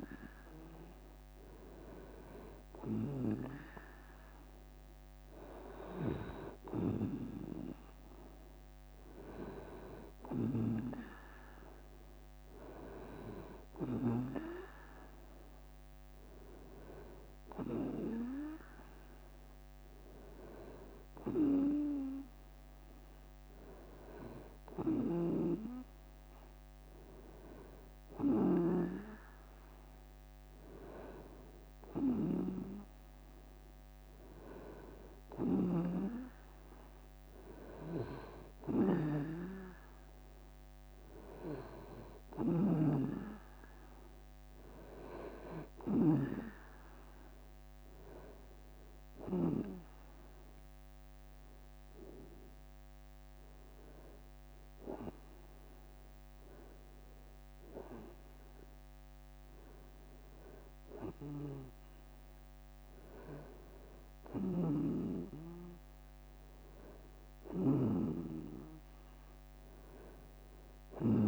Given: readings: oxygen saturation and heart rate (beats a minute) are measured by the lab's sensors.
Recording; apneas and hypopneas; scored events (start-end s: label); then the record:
breathing in sleep by a microphone on the trachea; none
34.50-43.50 s: drop in pulse transit time (device-marked, heart rate 75 before, 76 extreme)
44.00-46.00 s: long interval between heartbeats (device-marked, heart rate 76 before, 77 extreme)
From the record:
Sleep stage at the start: N2 (light sleep); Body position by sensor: on the right side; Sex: male